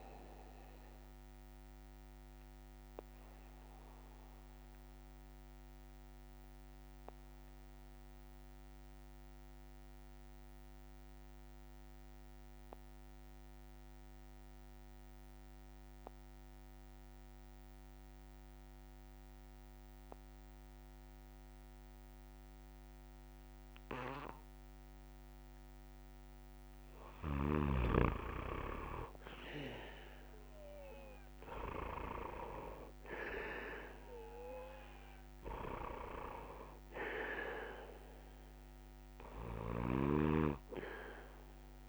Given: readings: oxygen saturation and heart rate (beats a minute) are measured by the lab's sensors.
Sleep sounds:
breathing in sleep by a microphone on the trachea; 1
0.00-16.50 s: oxygen desaturation (device-marked, oxygen 93% lowest)
0.50-25.50 s: obstructive apnea (oxygen 100% before, 93% lowest)
34.50-41.89 s: oxygen desaturation (device-marked, oxygen 99% before, 93% lowest)
From the record:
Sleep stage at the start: N2 (light sleep); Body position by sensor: on the back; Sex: male

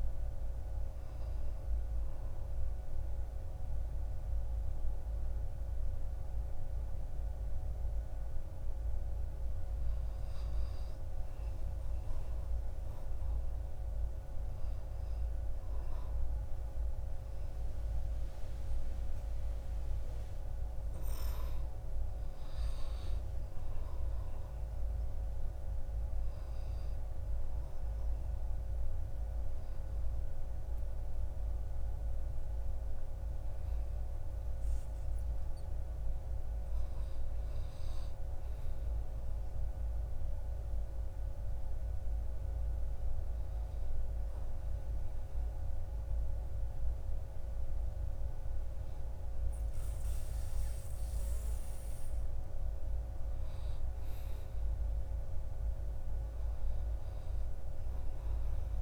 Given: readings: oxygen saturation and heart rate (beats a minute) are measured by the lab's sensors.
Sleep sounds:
a person partly awake in a sleep study, hard to hear, by a room microphone; 1
5.50-58.82 s: new sleep stage, N1 (lightest sleep)
39.50-52.00 s: hypopnea (oxygen 97% before, 94% lowest, heart rate 64 before, 59 extreme, up 4 after)
54.50-57.00 s: arousal
From the record:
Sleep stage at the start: awake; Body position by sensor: on the back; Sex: male

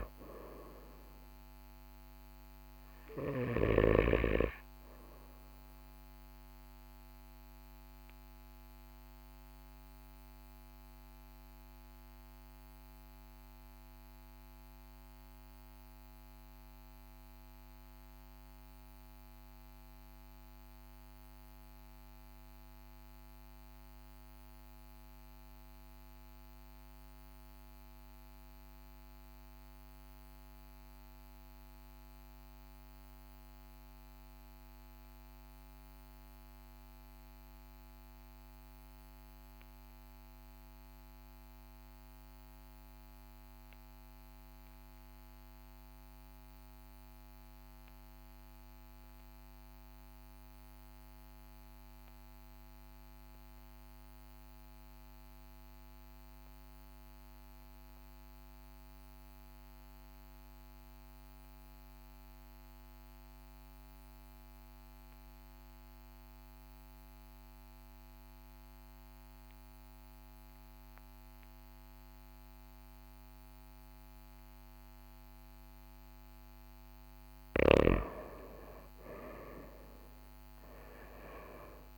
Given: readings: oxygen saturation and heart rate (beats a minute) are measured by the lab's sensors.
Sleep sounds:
breathing in sleep by a microphone on the trachea; 1
0.00-3.50 s: snoring (device-marked)
0.00-20.00 s: oxygen desaturation (device-marked, oxygen 92% lowest, heart rate 38 extreme)
7.50-77.00 s: obstructive apnea (oxygen 97% before, 82% lowest, heart rate 42 before, 38 extreme, up 8 after)
59.00-81.98 s: oxygen desaturation (device-marked, oxygen 97% before, 82% lowest, heart rate 41 before, 40 extreme)
65.00-81.98 s: new sleep stage, REM sleep
79.50-81.98 s: arousal
From the record:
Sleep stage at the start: N2 (light sleep); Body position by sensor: on the back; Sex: male

